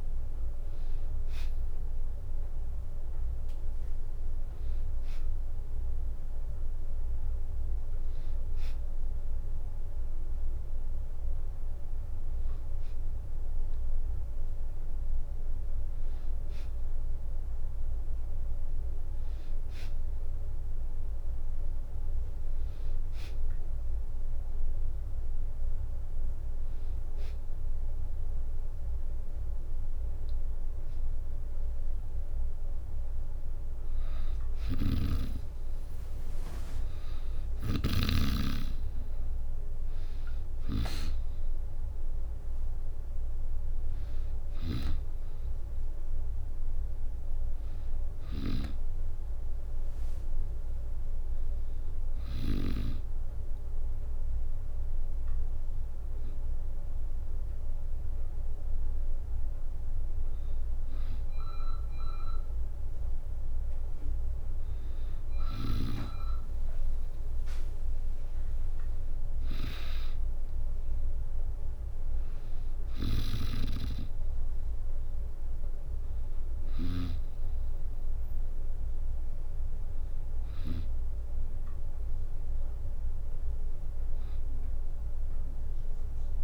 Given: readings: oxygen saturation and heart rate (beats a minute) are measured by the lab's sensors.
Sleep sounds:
breathing in sleep by a room microphone; none
34.00-52.50 s: snoring (device-marked)
34.50-49.50 s: drop in pulse transit time (device-marked, heart rate 67 before, 65 extreme)
72.50-76.50 s: snoring (device-marked)
72.50-86.44 s: oxygen desaturation (device-marked, oxygen 96% before, 92% lowest, heart rate 65 before, 63 extreme)
From the record:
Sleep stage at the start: N2 (light sleep); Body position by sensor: on the back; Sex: female

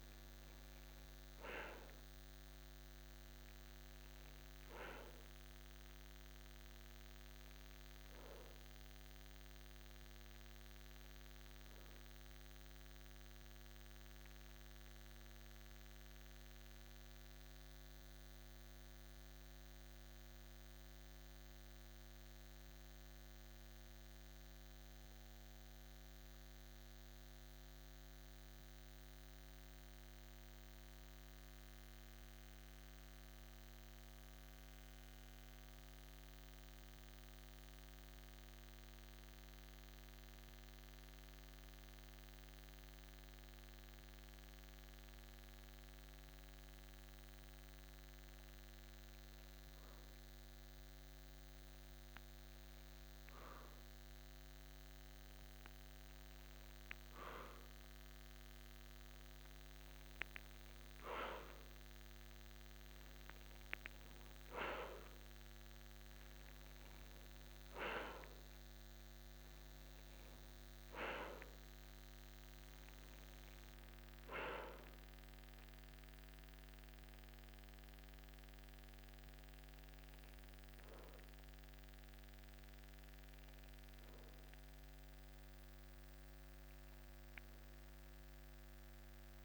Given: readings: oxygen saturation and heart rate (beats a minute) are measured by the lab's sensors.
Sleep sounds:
breathing in sleep by a microphone on the trachea; 1
0.00-1.50 s: oxygen desaturation (device-marked, oxygen 92% lowest, heart rate 51 extreme)
9.50-34.50 s: oxygen desaturation (device-marked, oxygen 93% before, 90% lowest, heart rate 53 before, 50 extreme)
14.50-18.00 s: arousal
19.50-43.50 s: central apnea (oxygen 94% before, 90% lowest, heart rate 53 before, 50 extreme, up 3 after)
44.50-49.00 s: arousal
59.50-89.45 s: oxygen desaturation (device-marked, oxygen 96% before, 91% lowest, heart rate 52 before, 51 extreme)
From the record:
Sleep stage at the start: N2 (light sleep); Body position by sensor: on the back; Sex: male

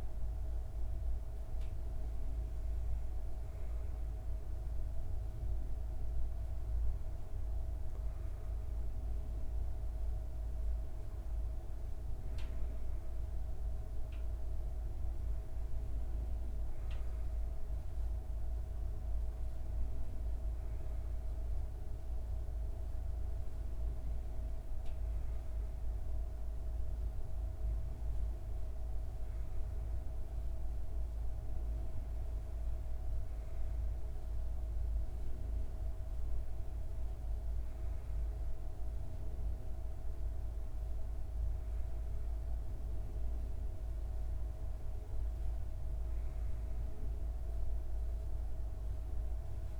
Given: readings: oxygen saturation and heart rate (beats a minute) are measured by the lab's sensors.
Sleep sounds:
breathing in sleep, hard to hear, by a room microphone; none
none scored
From the record:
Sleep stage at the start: N2 (light sleep); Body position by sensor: on the back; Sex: female

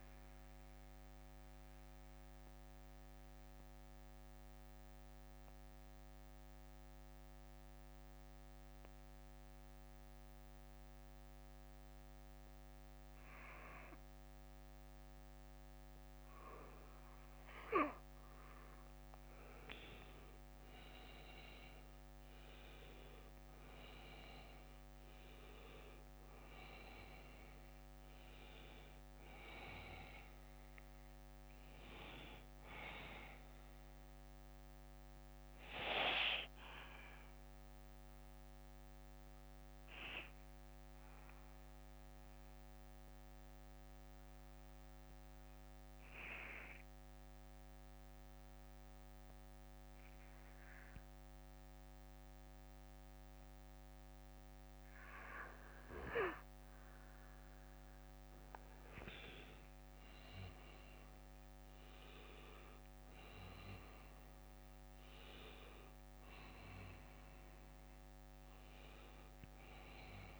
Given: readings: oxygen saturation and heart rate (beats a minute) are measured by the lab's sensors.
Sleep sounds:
breathing in sleep by a microphone on the trachea; 2
0.00-3.50 s: bradycardia (device-marked, heart rate 57 extreme)
0.00-11.50 s: oxygen desaturation (device-marked, oxygen 93% lowest, heart rate 55 extreme)
2.00-18.50 s: mixed apnea (oxygen 98% before, 91% lowest, heart rate 63 before, 54 extreme, up 17 after)
5.50-17.50 s: bradycardia (device-marked, heart rate 59 before, 55 extreme)
22.00-25.50 s: arousal
33.50-37.50 s: bradycardia (device-marked, heart rate 59 before, 58 extreme)
34.00-58.00 s: mixed apnea (oxygen 97% before, 91% lowest, heart rate 63 before, 54 extreme, up 11 after)
38.50-40.50 s: bradycardia (device-marked, heart rate 59 before, 56 extreme)
43.50-53.50 s: oxygen desaturation (device-marked, oxygen 95% before, 91% lowest, heart rate 63 before, 55 extreme)
44.50-53.50 s: bradycardia (device-marked, heart rate 60 before, 58 extreme)
63.50-67.00 s: arousal
From the record:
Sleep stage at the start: N2 (light sleep); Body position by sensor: on the back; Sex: male

